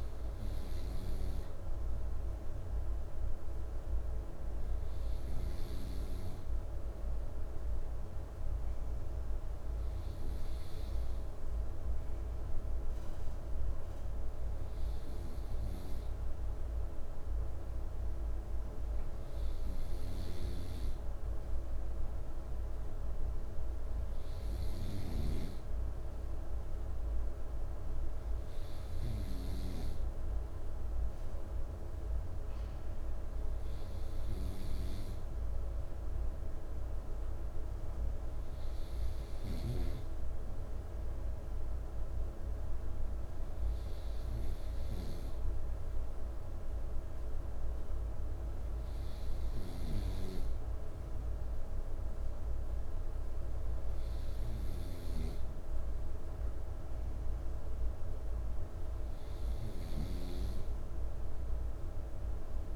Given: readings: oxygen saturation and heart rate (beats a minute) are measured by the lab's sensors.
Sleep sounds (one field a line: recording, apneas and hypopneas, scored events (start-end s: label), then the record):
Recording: breathing in sleep, hard to hear, by a room microphone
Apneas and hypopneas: none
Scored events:
none scored
From the record:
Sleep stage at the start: N2 (light sleep)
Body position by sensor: on the right side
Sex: male